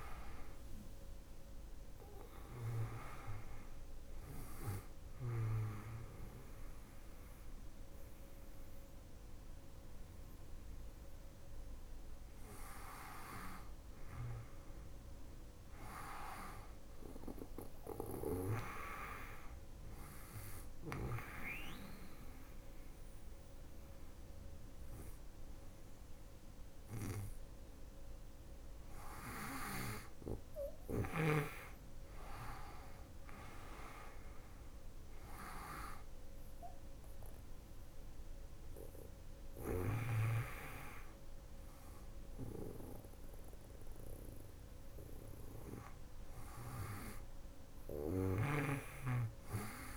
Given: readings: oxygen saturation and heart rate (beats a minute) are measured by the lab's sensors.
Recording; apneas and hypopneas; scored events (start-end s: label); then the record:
breathing in sleep by a room microphone; 1
13.50-16.50 s: arousal
19.00-29.00 s: obstructive apnea (oxygen 98% before, 95% lowest, heart rate 81 before, 76 extreme, up 3 after)
31.00-35.00 s: arousal
32.50-43.50 s: oxygen desaturation (device-marked, oxygen 98% before, 95% lowest, heart rate 79 before, 76 extreme)
47.00-49.97 s: snoring (device-marked)
From the record:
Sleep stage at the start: N2 (light sleep); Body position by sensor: on the back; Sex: female